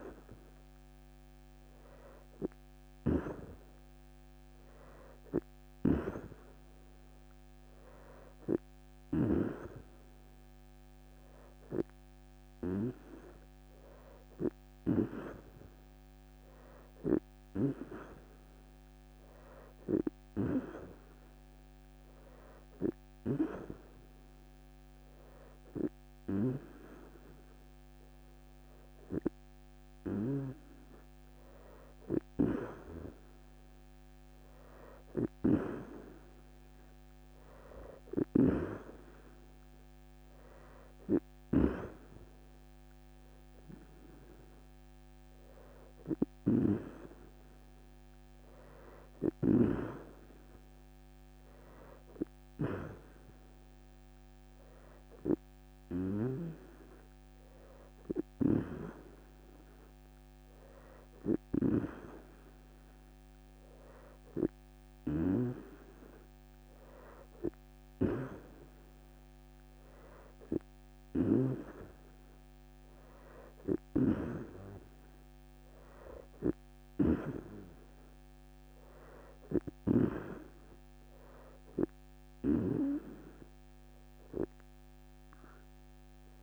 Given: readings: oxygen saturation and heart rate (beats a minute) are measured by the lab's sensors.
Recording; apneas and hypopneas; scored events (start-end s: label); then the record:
breathing in sleep by a microphone on the trachea; none
9.50-22.50 s: oxygen desaturation (device-marked, oxygen 91% before, 87% lowest, heart rate 55 before, 53 extreme)
13.00-14.50 s: leg movement (device-marked)
29.50-38.00 s: snoring (device-marked)
55.50-71.00 s: snoring (device-marked)
70.00-71.00 s: leg movement (device-marked)
72.50-77.00 s: leg movement (device-marked)
78.50-79.50 s: leg movement (device-marked)
From the record:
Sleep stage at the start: N2 (light sleep); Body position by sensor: on the right side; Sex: female